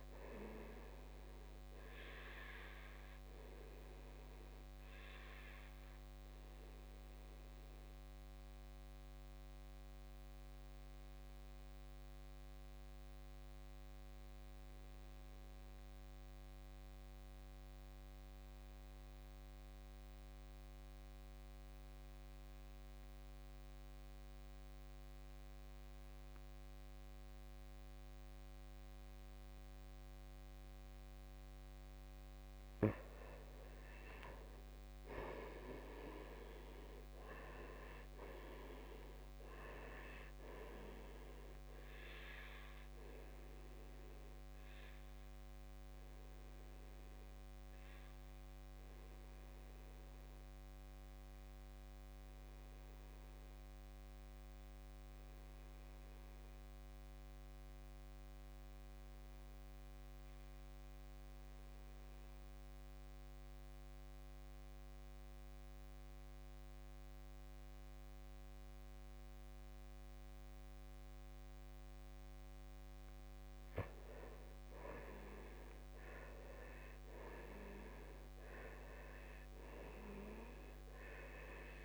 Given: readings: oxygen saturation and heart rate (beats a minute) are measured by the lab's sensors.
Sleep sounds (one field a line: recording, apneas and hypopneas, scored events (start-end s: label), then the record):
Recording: breathing in sleep by a microphone on the trachea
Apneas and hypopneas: 2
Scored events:
0.00-19.50 s: oxygen desaturation (device-marked, oxygen 85% lowest, heart rate 53 extreme)
4.50-30.50 s: obstructive apnea (oxygen 99% before, 81% lowest, heart rate 63 before, 53 extreme, up 13 after)
26.50-57.50 s: oxygen desaturation (device-marked, oxygen 98% before, 81% lowest, heart rate 55 before, 52 extreme)
33.00-37.00 s: arousal
44.00-72.50 s: obstructive apnea (oxygen 98% before, 80% lowest, heart rate 64 before, 52 extreme, up 18 after)
61.00-63.00 s: long interval between heartbeats (device-marked, heart rate 62 before, 59 extreme)
70.50-81.85 s: oxygen desaturation (device-marked, oxygen 98% before, 80% lowest, heart rate 56 before, 56 extreme)
74.50-77.50 s: arousal
From the record:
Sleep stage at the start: N2 (light sleep)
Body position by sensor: on the back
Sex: male